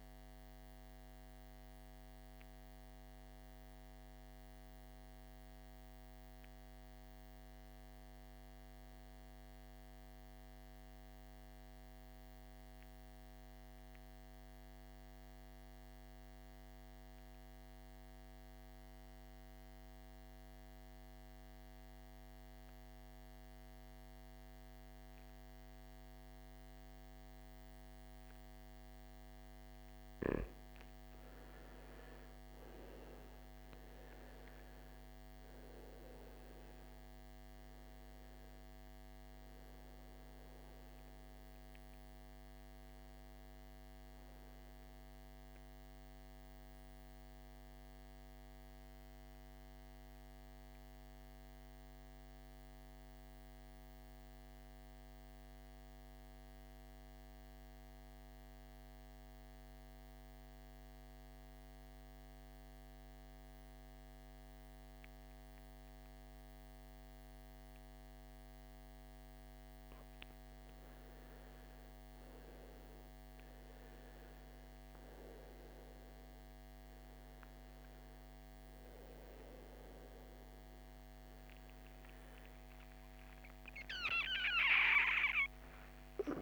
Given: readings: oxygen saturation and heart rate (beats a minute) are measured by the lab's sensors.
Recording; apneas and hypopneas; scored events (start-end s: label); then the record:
breathing in sleep, hard to hear, by a microphone on the trachea; 2
0.00-7.00 s: oxygen desaturation (device-marked, oxygen 89% lowest, heart rate 53 extreme)
17.50-29.50 s: mixed apnea (oxygen 98% before, 87% lowest, heart rate 58 before, 55 extreme, up 15 after)
27.00-53.00 s: oxygen desaturation (device-marked, oxygen 97% before, 87% lowest, heart rate 56 before, 54 extreme)
32.00-36.50 s: arousal
48.50-70.50 s: mixed apnea (oxygen 97% before, 87% lowest, heart rate 67 before, 54 extreme, up 15 after)
71.00-86.42 s: oxygen desaturation (device-marked, oxygen 98% before, 88% lowest, heart rate 56 before, 54 extreme)
78.00-86.42 s: new sleep stage, awake
From the record:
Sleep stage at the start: N2 (light sleep); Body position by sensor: on the back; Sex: male